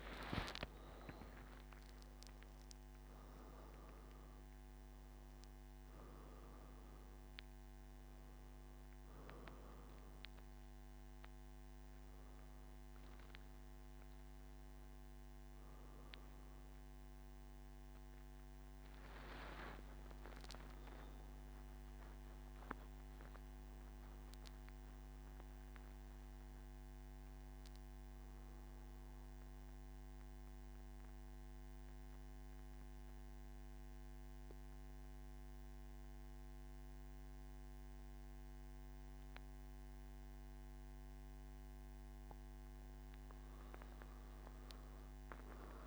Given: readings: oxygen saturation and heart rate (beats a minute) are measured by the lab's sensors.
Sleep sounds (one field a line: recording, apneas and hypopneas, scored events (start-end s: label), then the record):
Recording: breathing in sleep, hard to hear, by a microphone on the trachea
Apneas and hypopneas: none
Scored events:
43.50-45.87 s: oxygen desaturation (device-marked, oxygen 98% before, 94% lowest, heart rate 113 before, 76 extreme)
From the record:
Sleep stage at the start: N3 (deep sleep)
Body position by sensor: on the back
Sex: male